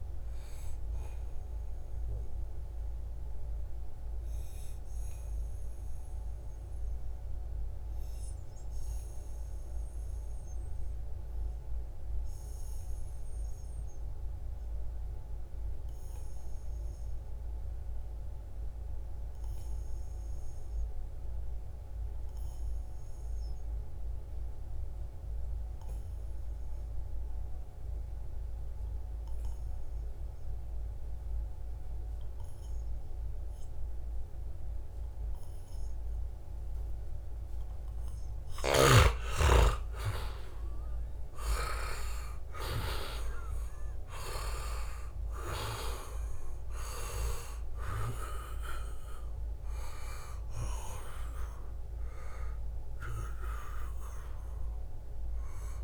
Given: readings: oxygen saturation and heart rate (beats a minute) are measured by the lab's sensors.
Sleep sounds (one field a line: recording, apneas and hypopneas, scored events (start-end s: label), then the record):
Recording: breathing in sleep by a room microphone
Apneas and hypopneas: 1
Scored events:
0.00-9.50 s: oxygen desaturation (device-marked, oxygen 88% lowest, heart rate 66 extreme)
3.00-37.50 s: obstructive apnea (oxygen 96% before, 86% lowest, heart rate 78 before, 66 extreme, up 8 after)
31.50-55.84 s: oxygen desaturation (device-marked, oxygen 97% before, 86% lowest, heart rate 68 before, 62 extreme)
39.00-44.00 s: arousal
From the record:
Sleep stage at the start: N2 (light sleep)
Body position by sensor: on the back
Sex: male